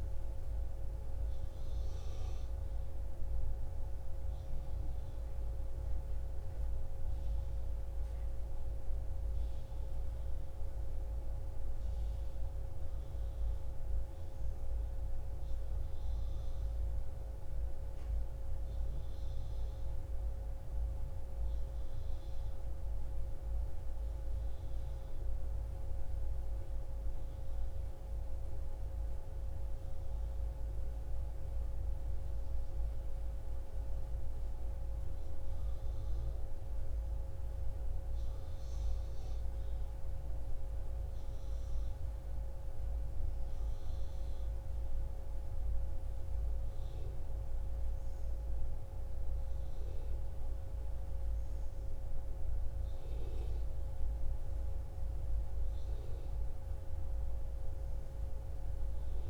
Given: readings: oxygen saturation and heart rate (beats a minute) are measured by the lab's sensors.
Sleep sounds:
a person awake in a sleep study, hard to hear, by a room microphone; none
none scored
From the record:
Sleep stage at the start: awake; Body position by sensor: on the back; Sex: female

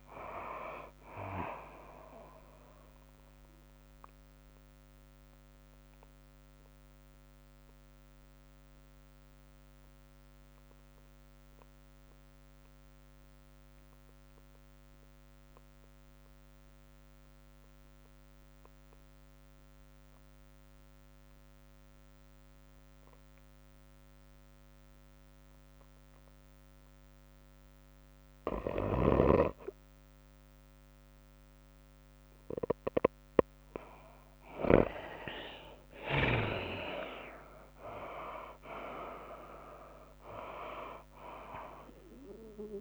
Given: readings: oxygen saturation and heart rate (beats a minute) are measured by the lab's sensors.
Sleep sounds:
breathing in sleep by a microphone on the trachea; 1
0.00-11.50 s: drop in pulse transit time (device-marked, heart rate 102 extreme)
0.00-13.50 s: oxygen desaturation (device-marked, oxygen 60% lowest, heart rate 73 extreme)
0.00-23.50 s: tachycardia (device-marked, heart rate 117 extreme)
5.50-28.50 s: obstructive apnea (oxygen 97% before, 62% lowest, heart rate 98 before, 96 extreme, up 1 after)
15.50-42.81 s: oxygen desaturation (device-marked, oxygen 98% before, 63% lowest, heart rate 111 before, 96 extreme)
33.50-42.81 s: tachycardia (device-marked, heart rate 98 before, 116 extreme)
34.50-39.00 s: arousal
38.50-42.81 s: drop in pulse transit time (device-marked, heart rate 100 before, 109 extreme)
From the record:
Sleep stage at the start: REM sleep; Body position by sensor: on the back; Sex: female

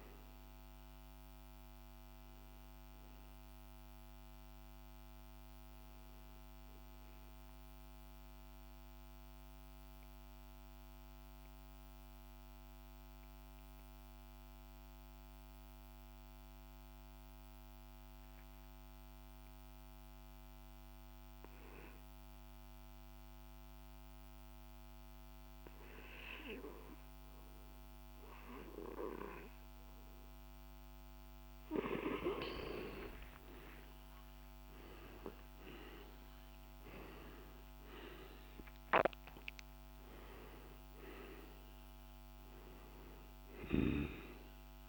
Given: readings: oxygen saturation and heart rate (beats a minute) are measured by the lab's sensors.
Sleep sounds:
breathing in sleep by a microphone on the trachea; 1
0.00-13.50 s: oxygen desaturation (device-marked, oxygen 89% lowest, heart rate 51 extreme)
5.50-31.50 s: mixed apnea (oxygen 97% before, 90% lowest, heart rate 55 before, 50 extreme, up 12 after)
26.50-44.89 s: oxygen desaturation (device-marked, oxygen 99% before, 90% lowest, heart rate 51 before, 49 extreme)
33.00-38.00 s: arousal
From the record:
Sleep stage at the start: N2 (light sleep); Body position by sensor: on the back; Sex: male

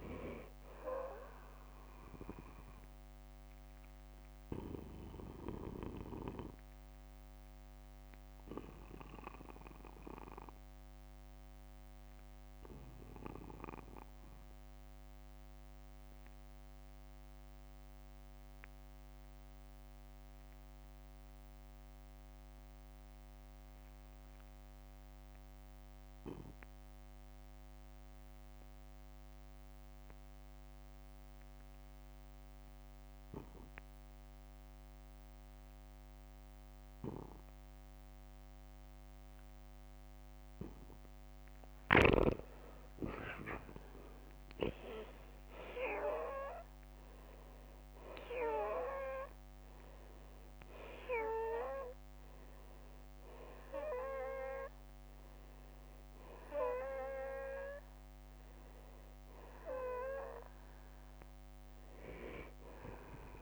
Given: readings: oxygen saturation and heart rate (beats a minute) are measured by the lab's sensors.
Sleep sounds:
breathing in sleep by a microphone on the trachea; 1
5.00-40.50 s: obstructive apnea (oxygen 95% before, 85% lowest, heart rate 57 before, 41 extreme, up 16 after)
12.50-25.50 s: oxygen desaturation (device-marked, oxygen 93% before, 87% lowest, heart rate 59 before, 41 extreme)
41.50-44.00 s: arousal
47.00-49.00 s: long interval between heartbeats (device-marked, heart rate 48 before, 59 extreme)
53.50-55.50 s: long interval between heartbeats (device-marked, heart rate 50 before, 55 extreme)
From the record:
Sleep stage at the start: N2 (light sleep); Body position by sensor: on the back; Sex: male

